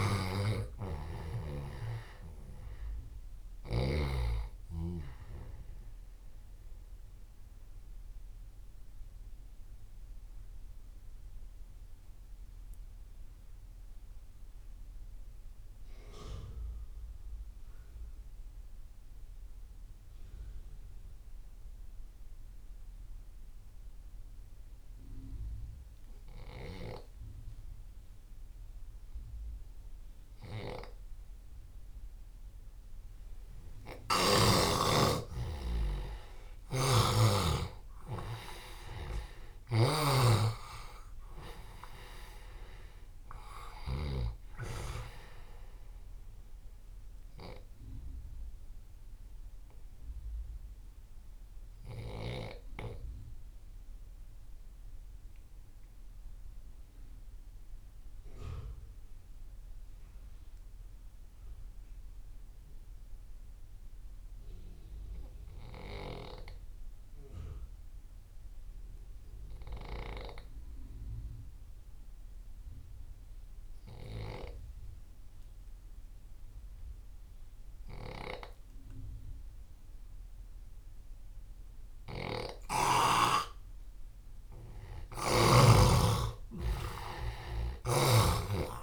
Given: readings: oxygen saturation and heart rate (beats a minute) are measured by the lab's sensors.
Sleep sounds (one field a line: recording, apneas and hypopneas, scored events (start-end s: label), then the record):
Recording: breathing in sleep by a room microphone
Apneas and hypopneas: 2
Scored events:
0.00-12.50 s: oxygen desaturation (device-marked, oxygen 88% lowest)
0.50-4.00 s: snoring (device-marked)
5.50-33.50 s: mixed apnea (oxygen 96% before, 88% lowest)
31.50-60.50 s: oxygen desaturation (device-marked, oxygen 98% before, 88% lowest)
34.00-38.50 s: arousal
36.50-40.00 s: snoring (device-marked)
48.00-84.00 s: mixed apnea (oxygen 98% before, 85% lowest)
75.50-88.83 s: oxygen desaturation (device-marked, oxygen 98% before, 85% lowest)
85.50-88.83 s: arousal
87.50-88.83 s: snoring (device-marked)
From the record:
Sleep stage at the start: N2 (light sleep)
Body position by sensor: on the left side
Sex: male